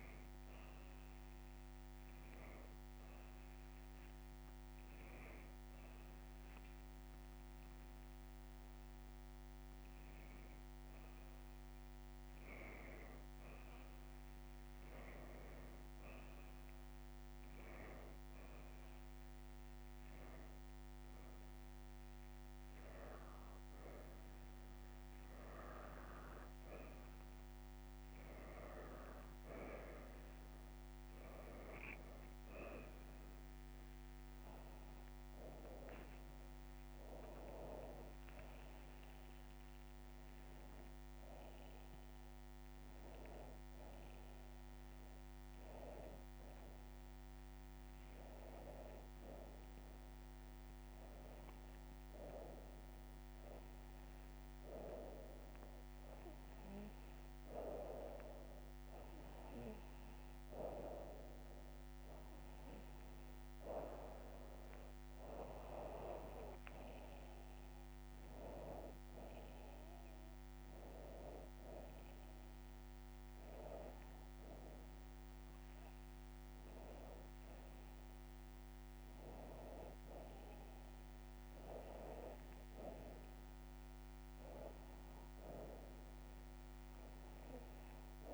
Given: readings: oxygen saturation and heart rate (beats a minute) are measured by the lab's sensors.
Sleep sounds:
a person partly awake in a sleep study, by a microphone on the trachea; none
14.00-44.00 s: new sleep stage, awake
44.00-88.34 s: new sleep stage, N1 (lightest sleep)
64.00-83.00 s: oxygen desaturation (device-marked, oxygen 91% before, 88% lowest, heart rate 92 before, 86 extreme)
From the record:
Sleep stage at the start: N1 (lightest sleep); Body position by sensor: upright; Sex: female

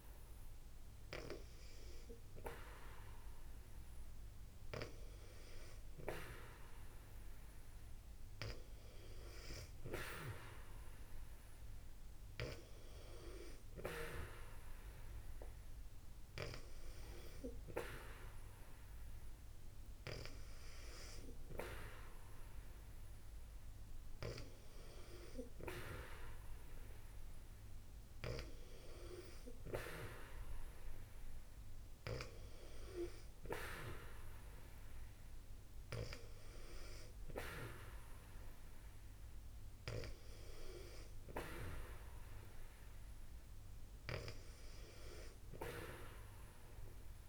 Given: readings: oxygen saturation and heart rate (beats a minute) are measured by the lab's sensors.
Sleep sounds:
breathing in sleep by a room microphone; none
none scored
From the record:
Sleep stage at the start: N2 (light sleep); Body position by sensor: on the back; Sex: female

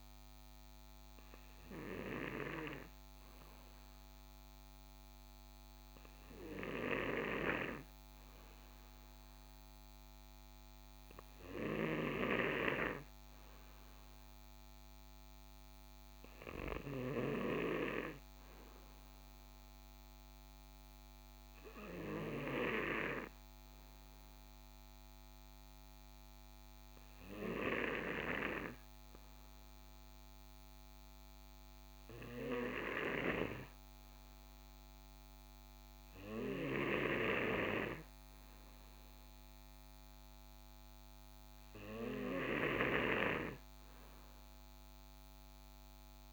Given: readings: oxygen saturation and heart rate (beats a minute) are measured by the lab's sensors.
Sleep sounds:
breathing in sleep by a microphone on the trachea; none
none scored
From the record:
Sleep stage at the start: N2 (light sleep); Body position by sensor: on the right side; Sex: male

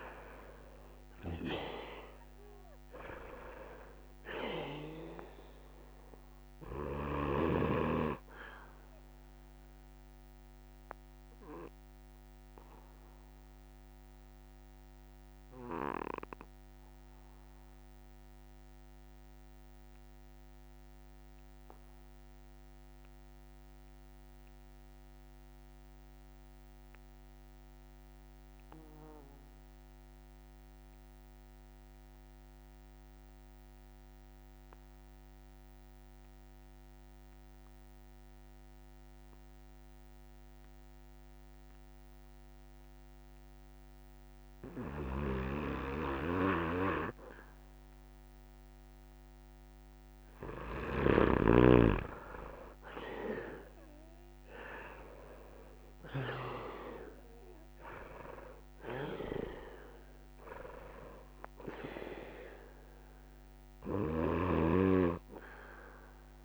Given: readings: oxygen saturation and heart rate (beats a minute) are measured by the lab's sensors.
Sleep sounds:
breathing in sleep by a microphone on the trachea; 1
0.00-25.50 s: oxygen desaturation (device-marked, oxygen 85% lowest)
8.00-50.00 s: obstructive apnea (oxygen 100% before, 82% lowest)
41.50-66.45 s: oxygen desaturation (device-marked, oxygen 99% before, 82% lowest)
44.50-51.00 s: snoring (device-marked)
From the record:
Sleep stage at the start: N2 (light sleep); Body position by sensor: on the back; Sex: male

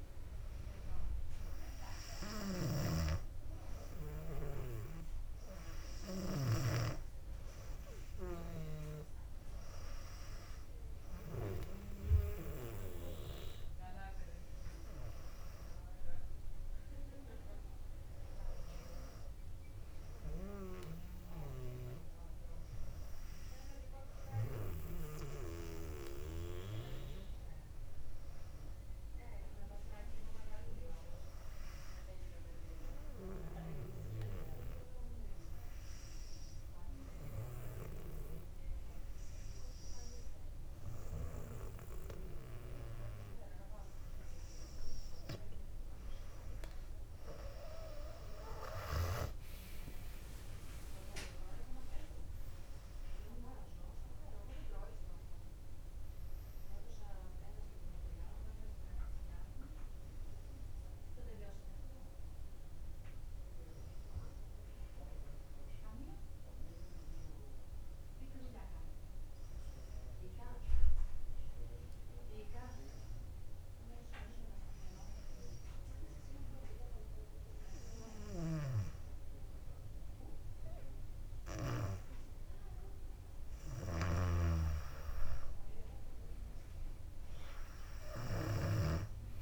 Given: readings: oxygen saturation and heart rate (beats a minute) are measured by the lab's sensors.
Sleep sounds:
breathing in sleep by a room microphone; 2
2.50-6.50 s: snoring (device-marked)
33.50-45.50 s: hypopnea (oxygen 97% before, 95% lowest, heart rate 61 before, 61 extreme, up 6 after)
48.50-52.00 s: arousal
51.00-64.00 s: drop in pulse transit time (device-marked, heart rate 62 before, 65 extreme)
71.00-83.50 s: hypopnea (oxygen 97% before, 95% lowest, heart rate 66 before, 60 extreme, up 4 after)
78.50-89.00 s: snoring (device-marked)
87.00-89.42 s: arousal
From the record:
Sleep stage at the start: N2 (light sleep); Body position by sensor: on the back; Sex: female

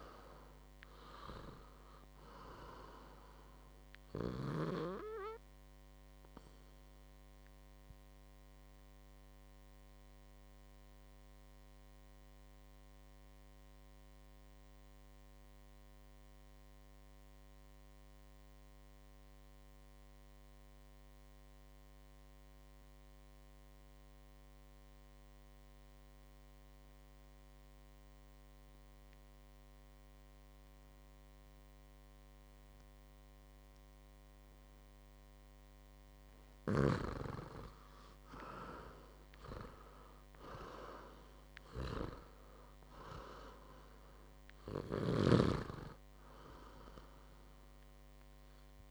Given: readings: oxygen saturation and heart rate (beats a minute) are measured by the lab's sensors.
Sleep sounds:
breathing in sleep by a microphone on the trachea; 1
0.00-1.50 s: arousal
0.00-21.00 s: oxygen desaturation (device-marked, oxygen 89% lowest, heart rate 54 extreme)
7.50-35.00 s: obstructive apnea (oxygen 99% before, 88% lowest, heart rate 62 before, 54 extreme, up 5 after)
38.00-48.91 s: oxygen desaturation (device-marked, oxygen 98% before, 88% lowest, heart rate 60 before, 56 extreme)
39.00-42.50 s: arousal
From the record:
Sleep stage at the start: N2 (light sleep); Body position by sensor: on the back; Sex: male

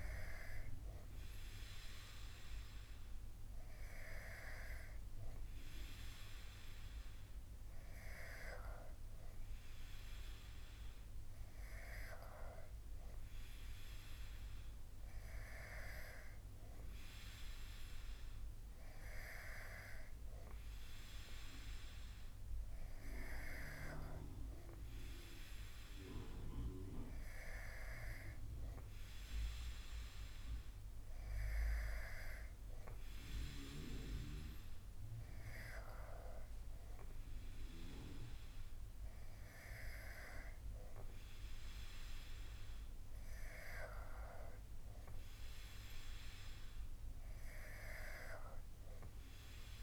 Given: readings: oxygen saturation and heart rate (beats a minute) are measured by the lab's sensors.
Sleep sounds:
breathing in sleep by a room microphone; none
none scored
From the record:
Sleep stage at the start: N2 (light sleep); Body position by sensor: on the back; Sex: male

